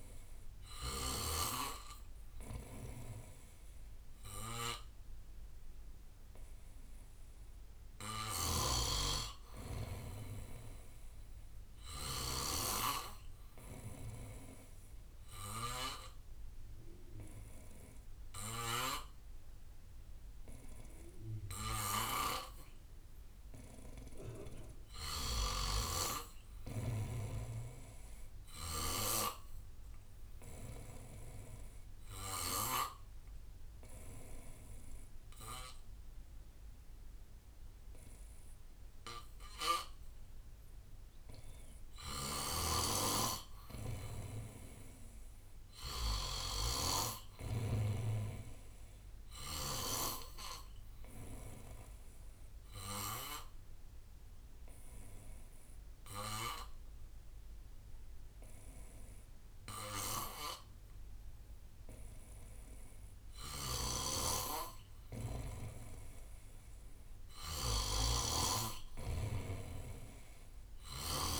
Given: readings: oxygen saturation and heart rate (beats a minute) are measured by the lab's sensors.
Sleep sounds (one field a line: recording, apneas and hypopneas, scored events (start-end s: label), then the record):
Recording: breathing in sleep by a room microphone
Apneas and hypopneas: 3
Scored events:
0.00-1.00 s: snoring (device-marked)
0.00-13.50 s: drop in pulse transit time (device-marked, heart rate 62 extreme)
2.50-16.50 s: oxygen desaturation (device-marked, oxygen 96% before, 91% lowest, heart rate 62 before, 62 extreme)
8.00-12.50 s: snoring (device-marked)
13.00-23.00 s: obstructive apnea (oxygen 96% before, 87% lowest, heart rate 62 before, 64 extreme, up 3 after)
25.00-29.00 s: snoring (device-marked)
25.50-28.00 s: arousal
30.50-41.50 s: obstructive apnea (oxygen 96% before, 87% lowest, heart rate 66 before, 63 extreme, up 2 after)
32.50-42.50 s: oxygen desaturation (device-marked, oxygen 93% before, 89% lowest, heart rate 66 before, 63 extreme)
42.00-47.00 s: snoring (device-marked)
44.00-47.00 s: arousal
50.50-62.50 s: obstructive apnea (oxygen 94% before, 87% lowest, heart rate 66 before, 63 extreme, up 1 after)
50.50-62.50 s: oxygen desaturation (device-marked, oxygen 94% before, 88% lowest, heart rate 66 before, 63 extreme)
63.00-71.00 s: snoring (device-marked)
64.50-67.50 s: arousal
68.50-71.40 s: oxygen desaturation (device-marked, oxygen 94% before, 87% lowest, heart rate 65 before, 53 extreme)
From the record:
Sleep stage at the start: N2 (light sleep)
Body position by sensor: on the back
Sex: male